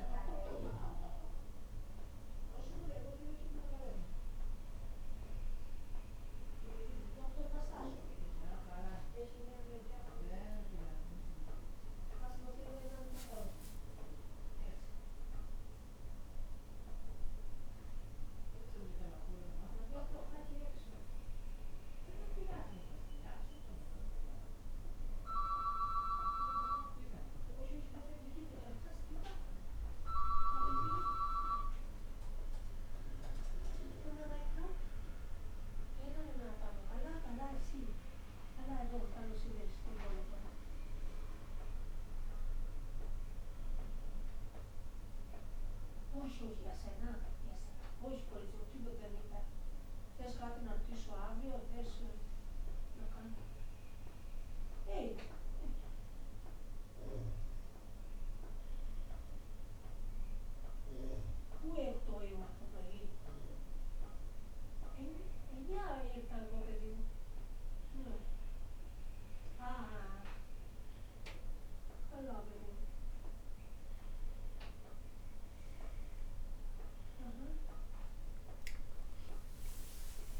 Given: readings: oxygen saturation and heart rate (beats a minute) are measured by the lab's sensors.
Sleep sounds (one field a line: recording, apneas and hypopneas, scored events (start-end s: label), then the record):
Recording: breathing in sleep by a room microphone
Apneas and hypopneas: none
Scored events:
79.00-80.40 s: arousal
From the record:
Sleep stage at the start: N1 (lightest sleep)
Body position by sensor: on the right side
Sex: female